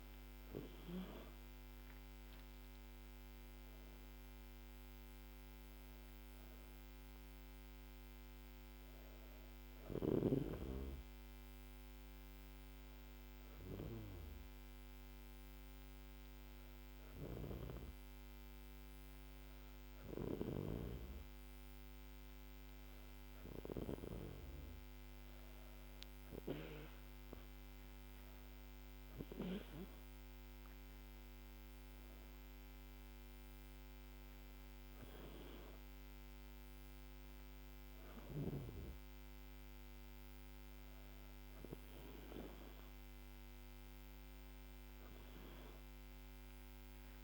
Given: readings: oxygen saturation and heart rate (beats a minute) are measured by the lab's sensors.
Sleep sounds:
breathing in sleep by a microphone on the trachea; 1
0.00-4.50 s: arousal
11.00-24.50 s: hypopnea (oxygen 97% before, 94% lowest, heart rate 78 before, 77 extreme, up 3 after)
28.00-32.00 s: arousal
From the record:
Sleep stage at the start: N2 (light sleep); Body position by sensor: on the back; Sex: female

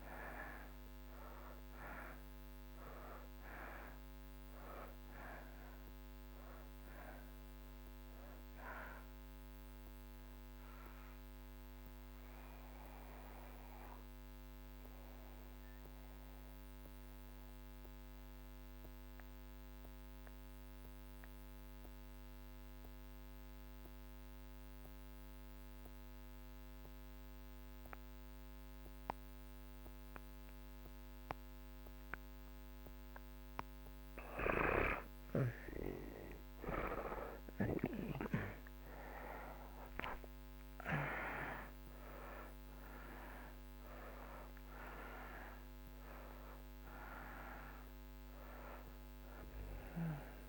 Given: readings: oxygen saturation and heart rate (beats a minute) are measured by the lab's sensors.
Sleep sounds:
breathing in sleep by a microphone on the trachea; 1
0.00-27.50 s: oxygen desaturation (device-marked, oxygen 65% lowest)
10.50-33.50 s: mixed apnea (oxygen 90% before, 65% lowest)
34.50-38.50 s: arousal
37.50-50.48 s: oxygen desaturation (device-marked, oxygen 99% before, 76% lowest)
From the record:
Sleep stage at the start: REM sleep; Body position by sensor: on the back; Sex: male

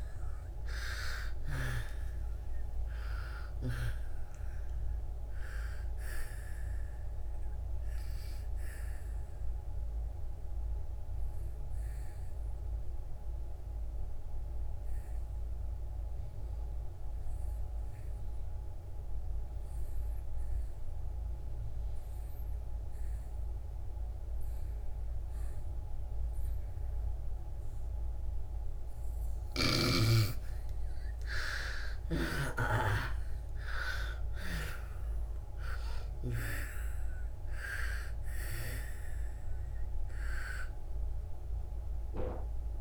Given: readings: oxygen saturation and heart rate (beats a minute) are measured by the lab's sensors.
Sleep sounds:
breathing in sleep by a room microphone; 1
0.00-1.50 s: arousal
3.00-23.00 s: oxygen desaturation (device-marked, oxygen 98% before, 88% lowest, heart rate 66 before, 39 extreme)
9.50-28.50 s: obstructive apnea (oxygen 98% before, 82% lowest, heart rate 70 before, 39 extreme, up 2 after)
25.00-42.81 s: oxygen desaturation (device-marked, oxygen 98% before, 82% lowest, heart rate 65 before, 39 extreme)
30.50-34.50 s: arousal
From the record:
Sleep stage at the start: N2 (light sleep); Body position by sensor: on the back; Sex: female

